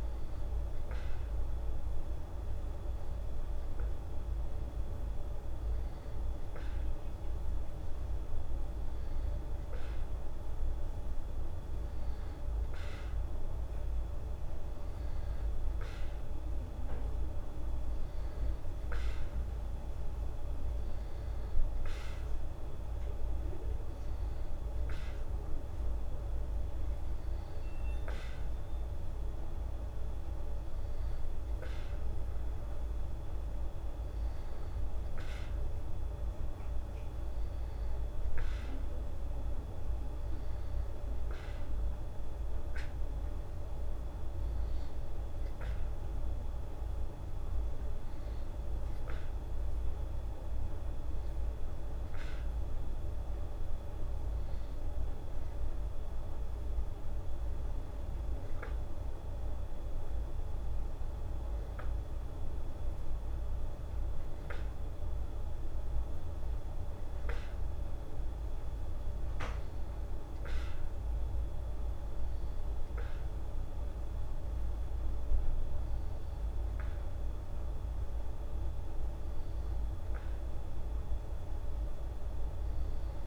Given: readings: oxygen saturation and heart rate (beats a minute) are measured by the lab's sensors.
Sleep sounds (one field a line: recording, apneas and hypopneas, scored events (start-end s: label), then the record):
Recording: breathing in sleep, hard to hear, by a room microphone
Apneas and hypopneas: none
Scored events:
none scored
From the record:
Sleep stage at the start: N2 (light sleep)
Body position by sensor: on the back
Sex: female